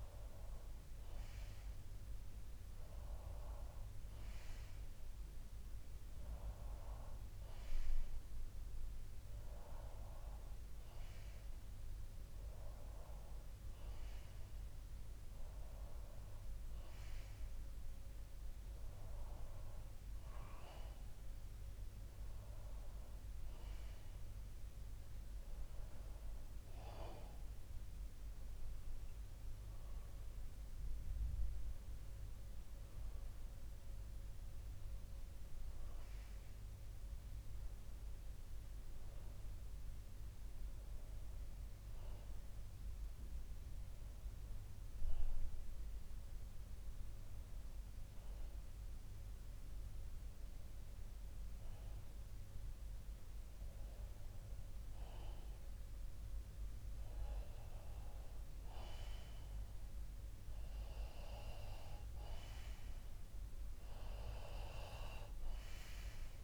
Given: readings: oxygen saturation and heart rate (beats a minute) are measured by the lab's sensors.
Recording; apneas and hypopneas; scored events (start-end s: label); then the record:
breathing in sleep by a room microphone; 1
45.00-57.00 s: hypopnea (oxygen 92% before, 91% lowest, heart rate 62 before, 61 extreme, up 4 after)
58.50-62.00 s: arousal
From the record:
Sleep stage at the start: N2 (light sleep); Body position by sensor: on the back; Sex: male